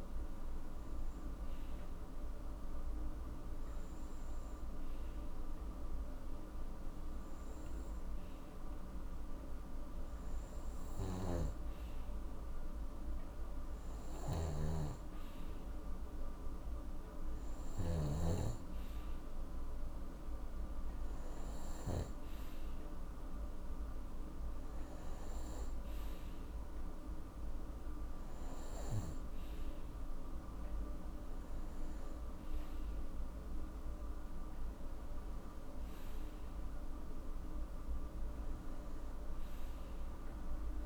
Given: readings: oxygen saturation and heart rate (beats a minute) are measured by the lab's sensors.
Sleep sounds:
breathing in sleep by a room microphone; none
11.00-18.00 s: snoring (device-marked)
From the record:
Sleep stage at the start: N2 (light sleep); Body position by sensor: on the right side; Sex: male

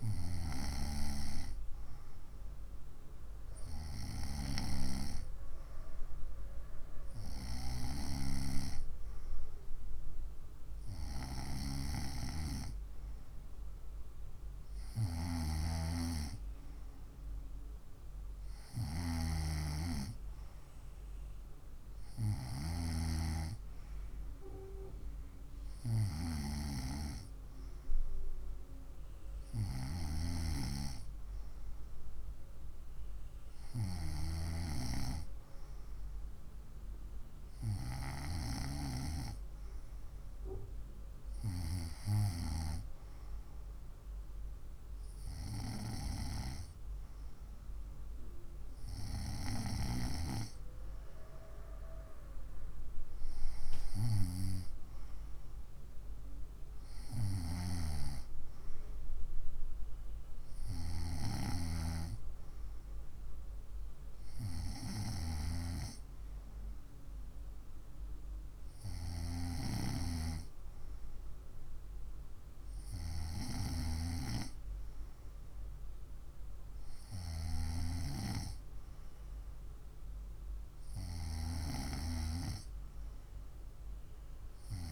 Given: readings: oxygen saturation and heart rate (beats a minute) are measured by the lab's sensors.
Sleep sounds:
breathing in sleep by a room microphone; none
none scored
From the record:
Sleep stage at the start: N2 (light sleep); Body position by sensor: on the right side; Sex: female

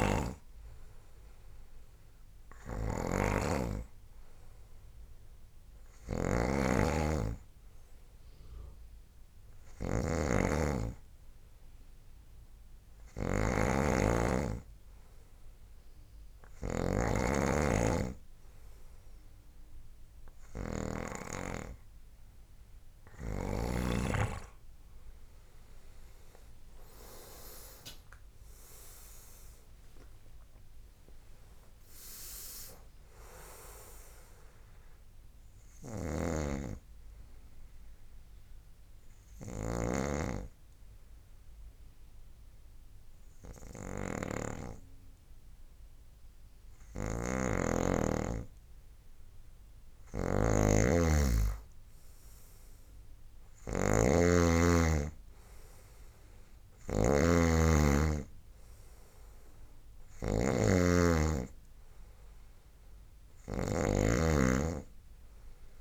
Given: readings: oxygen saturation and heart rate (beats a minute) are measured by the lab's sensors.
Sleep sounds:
breathing in sleep by a room microphone; 2
0.00-21.00 s: snoring (device-marked)
1.50-19.50 s: hypopnea (oxygen 96% before, 92% lowest, heart rate 80 before, 74 extreme, up 7 after)
26.00-31.00 s: arousal
31.00-48.00 s: oxygen desaturation (device-marked, oxygen 97% before, 94% lowest, heart rate 78 before, 66 extreme)
36.00-40.00 s: snoring (device-marked)
37.00-49.50 s: hypopnea (oxygen 98% before, 92% lowest, heart rate 84 before, 66 extreme, up 7 after)
47.00-65.81 s: snoring (device-marked)
52.00-56.50 s: arousal
57.00-65.81 s: oxygen desaturation (device-marked, oxygen 98% before, 94% lowest, heart rate 72 before, 69 extreme)
From the record:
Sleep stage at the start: N2 (light sleep); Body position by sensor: on the right side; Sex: male

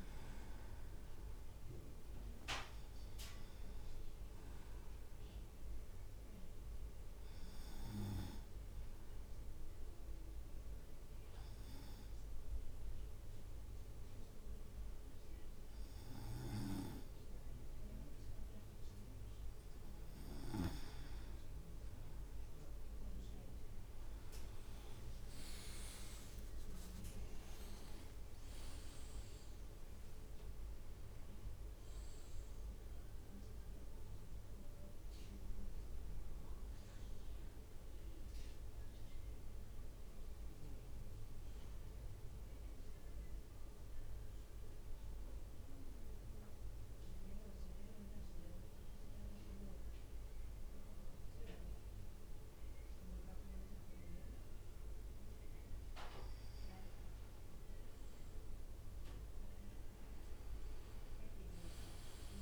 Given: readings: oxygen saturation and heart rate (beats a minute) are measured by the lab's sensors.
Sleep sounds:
breathing in sleep, hard to hear, by a room microphone; 2
0.00-1.50 s: arousal
0.00-3.50 s: drop in pulse transit time (device-marked, heart rate 55 extreme)
7.50-20.00 s: hypopnea (oxygen 98% before, 96% lowest, heart rate 57 before, 56 extreme, up 5 after)
23.00-27.50 s: arousal
25.50-26.50 s: leg movement (device-marked)
26.50-39.50 s: drop in pulse transit time (device-marked, heart rate 57 before, 57 extreme)
28.00-31.00 s: leg movement (device-marked)
47.00-57.50 s: mixed apnea (oxygen 97% before, 96% lowest, heart rate 58 before, 56 extreme, up 3 after)
60.50-62.42 s: arousal
61.00-62.42 s: leg movement (device-marked)
From the record:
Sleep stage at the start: N2 (light sleep); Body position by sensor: on the right side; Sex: male

